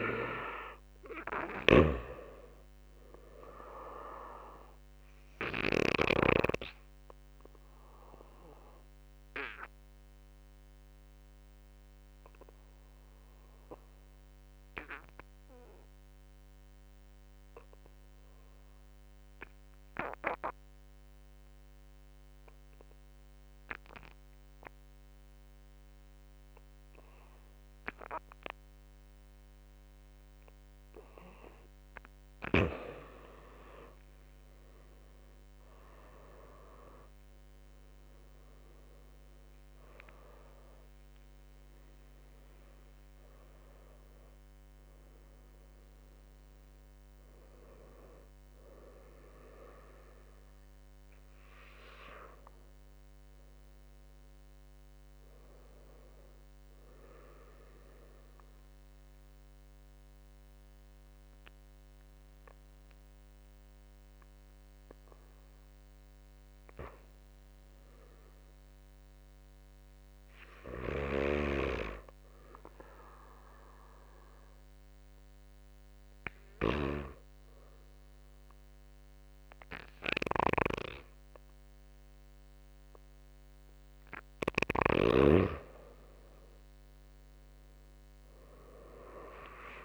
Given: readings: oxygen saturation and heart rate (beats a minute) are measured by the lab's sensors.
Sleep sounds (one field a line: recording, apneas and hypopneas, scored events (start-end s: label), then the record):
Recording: breathing in sleep by a microphone on the trachea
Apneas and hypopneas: 2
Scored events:
0.00-12.00 s: oxygen desaturation (device-marked, oxygen 86% lowest, heart rate 51 extreme)
4.50-31.00 s: obstructive apnea (oxygen 98% before, 80% lowest, heart rate 59 before, 51 extreme, up 13 after)
28.00-50.00 s: oxygen desaturation (device-marked, oxygen 97% before, 80% lowest, heart rate 56 before, 52 extreme)
35.00-39.00 s: arousal
40.00-56.00 s: drop in pulse transit time (device-marked, heart rate 60 before, 56 extreme)
64.50-67.00 s: arousal
69.50-84.00 s: hypopnea (oxygen 98% before, 85% lowest, heart rate 57 before, 49 extreme, up 10 after)
77.00-89.85 s: oxygen desaturation (device-marked, oxygen 98% before, 88% lowest, heart rate 55 before, 49 extreme)
84.50-87.50 s: arousal
From the record:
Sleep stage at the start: N2 (light sleep)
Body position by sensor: on the back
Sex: male